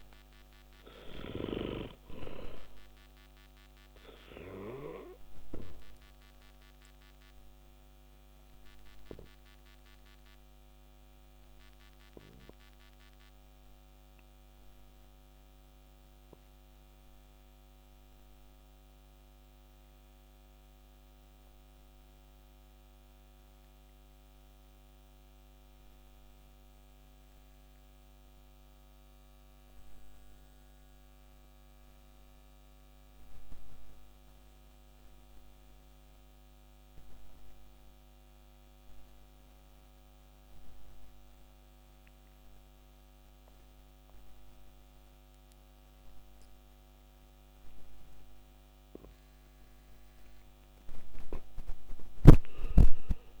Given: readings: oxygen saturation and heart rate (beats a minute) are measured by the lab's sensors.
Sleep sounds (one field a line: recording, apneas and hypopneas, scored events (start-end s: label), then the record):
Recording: breathing in sleep by a microphone on the trachea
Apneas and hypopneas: 1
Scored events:
4.00-49.00 s: obstructive apnea (oxygen 96% before, 76% lowest, heart rate 61 before, 48 extreme, up 18 after)
18.50-36.50 s: oxygen desaturation (device-marked, oxygen 95% before, 81% lowest, heart rate 57 before, 49 extreme)
51.50-53.40 s: arousal
From the record:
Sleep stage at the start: N2 (light sleep)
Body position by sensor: on the back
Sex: male